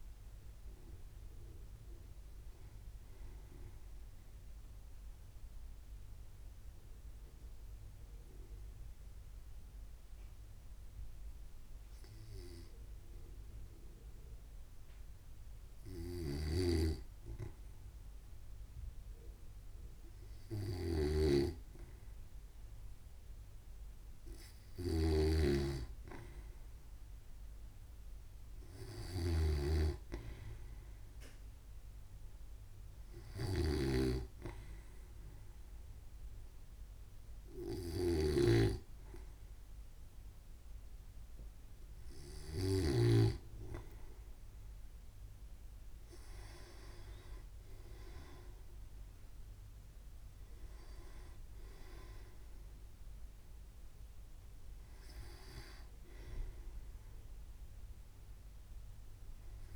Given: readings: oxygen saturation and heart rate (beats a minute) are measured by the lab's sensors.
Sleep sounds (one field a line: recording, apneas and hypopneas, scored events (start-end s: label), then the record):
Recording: breathing in sleep by a room microphone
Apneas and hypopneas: 2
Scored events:
5.00-16.00 s: obstructive apnea (oxygen 96% before, 95% lowest, heart rate 64 before, 63 extreme, up 3 after)
16.50-44.00 s: snoring (device-marked)
21.50-25.00 s: arousal
33.50-45.50 s: hypopnea (oxygen 98% before, 95% lowest, heart rate 64 before, 64 extreme, up 4 after)
47.50-52.50 s: arousal
From the record:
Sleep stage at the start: N2 (light sleep)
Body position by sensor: on the right side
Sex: male